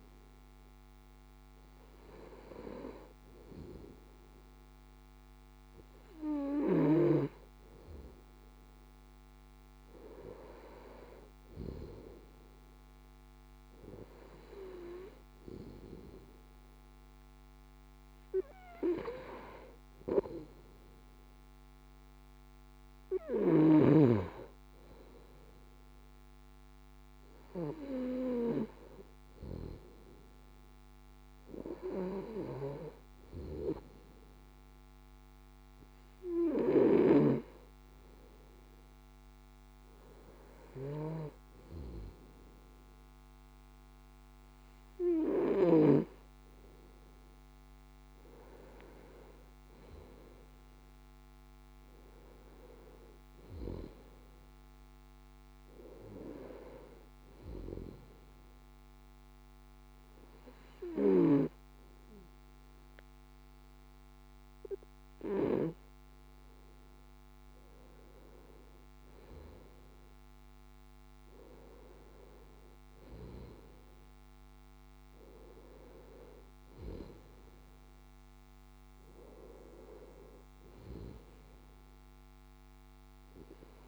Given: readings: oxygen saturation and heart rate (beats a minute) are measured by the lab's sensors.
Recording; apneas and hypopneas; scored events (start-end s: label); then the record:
breathing in sleep by a microphone on the trachea; 1
57.00-68.00 s: obstructive apnea (oxygen 94% before, 92% lowest, heart rate 58 before, 56 extreme, up 5 after)
70.00-73.50 s: arousal
From the record:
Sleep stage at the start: N2 (light sleep); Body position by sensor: on the left side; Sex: male